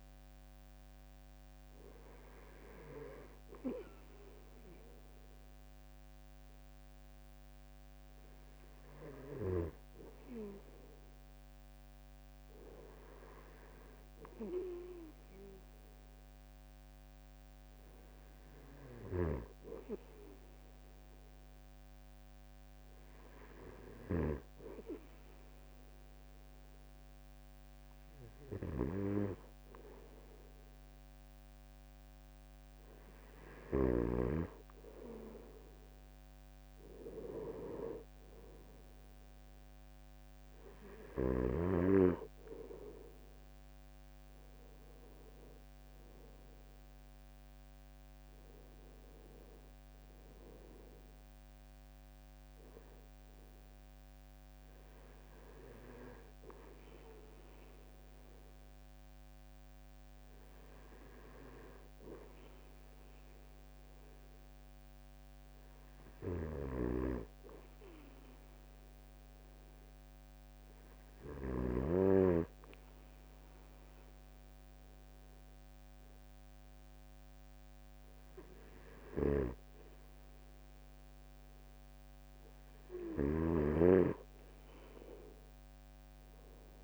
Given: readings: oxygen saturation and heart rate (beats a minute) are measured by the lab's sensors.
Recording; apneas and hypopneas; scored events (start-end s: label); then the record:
breathing in sleep by a microphone on the trachea; 1
18.50-33.50 s: snoring (device-marked)
61.50-65.00 s: arousal
65.50-71.50 s: snoring (device-marked)
68.00-81.50 s: hypopnea (oxygen 95% before, 91% lowest, heart rate 65 before, 65 extreme, up 5 after)
78.50-83.00 s: snoring (device-marked)
From the record:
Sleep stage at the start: N2 (light sleep); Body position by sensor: on the right side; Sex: male